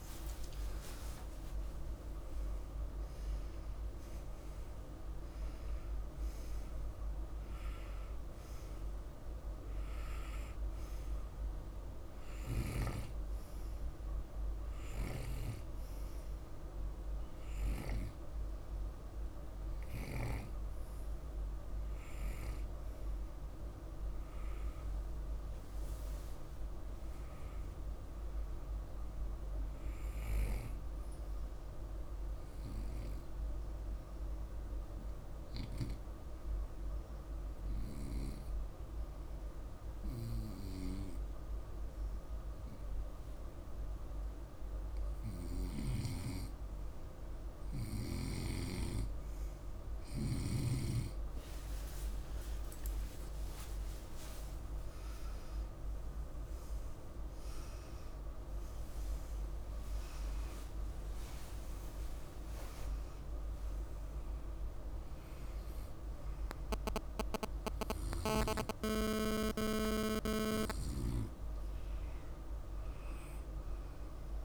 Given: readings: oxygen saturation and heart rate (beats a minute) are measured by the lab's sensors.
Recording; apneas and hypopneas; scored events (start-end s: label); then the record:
breathing in sleep by a room microphone; 1
0.00-2.50 s: arousal
0.00-10.00 s: oxygen desaturation (device-marked, oxygen 98% before, 93% lowest, heart rate 52 before, 51 extreme)
25.50-30.50 s: arousal
33.50-47.00 s: hypopnea (oxygen 98% before, 94% lowest, heart rate 51 before, 49 extreme, up 17 after)
45.00-50.00 s: snoring (device-marked)
51.00-56.50 s: arousal
61.00-62.00 s: oxygen desaturation (device-marked, oxygen 97% before, 96% lowest, heart rate 56 before, 49 extreme)
From the record:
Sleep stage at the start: N2 (light sleep); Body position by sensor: on the right side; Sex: male